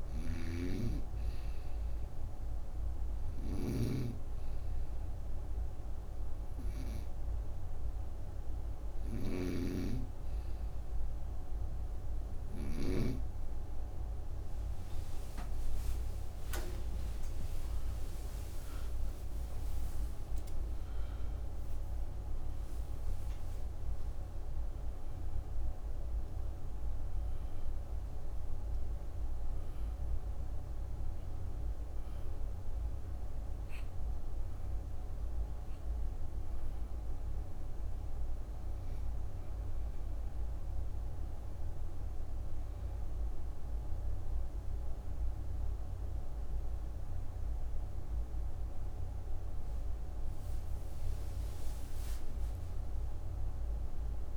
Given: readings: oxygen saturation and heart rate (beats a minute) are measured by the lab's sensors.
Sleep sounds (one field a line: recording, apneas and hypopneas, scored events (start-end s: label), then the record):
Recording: breathing in sleep by a room microphone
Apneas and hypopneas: 2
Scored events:
0.00-13.00 s: snoring (device-marked)
0.50-12.50 s: hypopnea (oxygen 98% before, 95% lowest, heart rate 47 before, 33 extreme)
14.00-19.00 s: arousal
24.00-28.00 s: oxygen desaturation (device-marked, oxygen 98% before, 95% lowest, heart rate 70 before, 61 extreme)
39.00-49.50 s: obstructive apnea (oxygen 98% before, 92% lowest, heart rate 86 before, 61 extreme, up 7 after)
51.00-54.37 s: arousal
From the record:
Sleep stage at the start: N2 (light sleep)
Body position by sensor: on the back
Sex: female